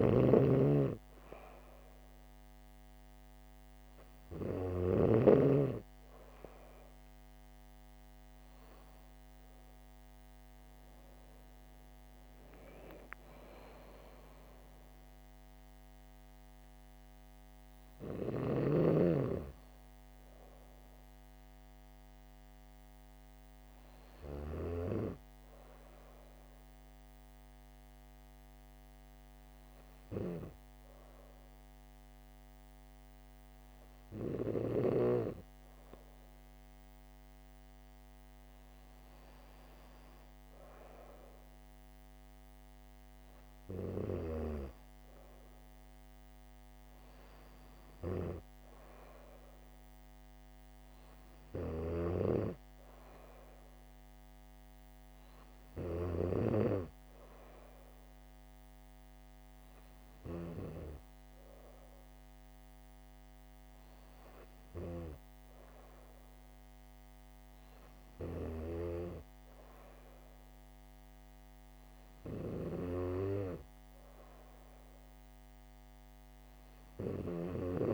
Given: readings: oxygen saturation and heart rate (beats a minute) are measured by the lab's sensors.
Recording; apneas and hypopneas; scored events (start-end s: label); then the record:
breathing in sleep by a microphone on the trachea; none
0.00-5.50 s: snoring (device-marked)
33.00-77.94 s: new sleep stage, N2 (light sleep)
From the record:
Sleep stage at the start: N3 (deep sleep); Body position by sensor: on the back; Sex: female